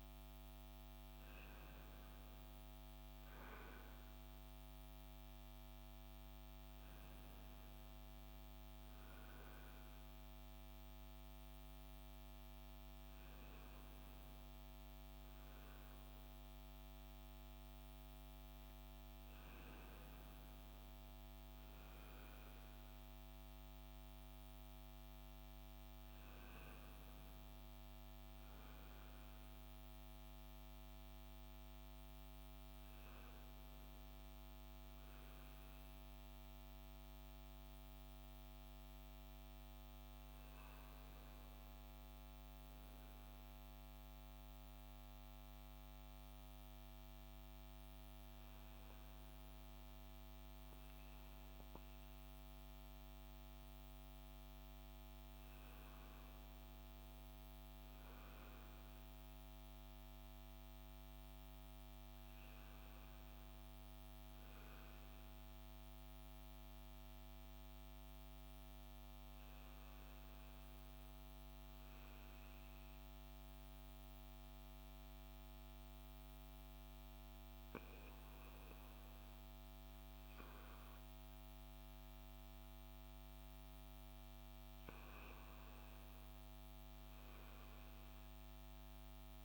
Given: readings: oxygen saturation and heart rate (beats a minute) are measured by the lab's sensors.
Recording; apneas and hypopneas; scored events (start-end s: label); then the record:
a person awake in a sleep study, hard to hear, by a microphone on the trachea; none
63.00-89.45 s: new sleep stage, N1 (lightest sleep)
From the record:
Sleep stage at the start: awake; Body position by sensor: on the left side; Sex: male